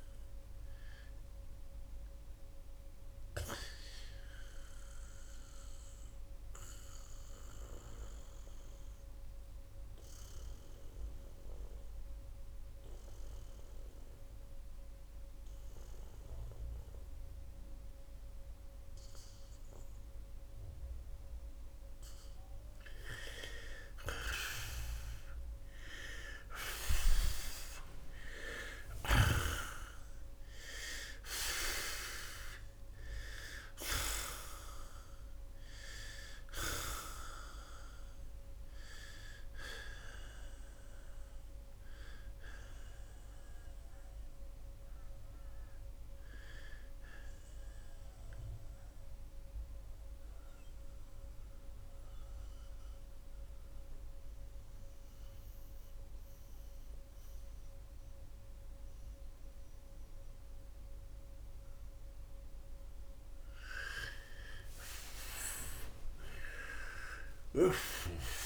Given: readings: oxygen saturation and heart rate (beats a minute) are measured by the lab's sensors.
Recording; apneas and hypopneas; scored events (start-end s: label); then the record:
breathing in sleep by a room microphone; 2
5.50-23.50 s: mixed apnea (oxygen 91% before, 85% lowest)
13.00-27.00 s: oxygen desaturation (device-marked, oxygen 91% before, 86% lowest)
17.00-68.46 s: new sleep stage, N1 (lightest sleep)
26.00-30.00 s: arousal
48.50-64.00 s: mixed apnea (oxygen 92% before, 85% lowest)
53.00-68.00 s: oxygen desaturation (device-marked, oxygen 90% before, 85% lowest)
66.50-68.46 s: arousal
From the record:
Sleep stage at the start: N2 (light sleep); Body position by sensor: on the right side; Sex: male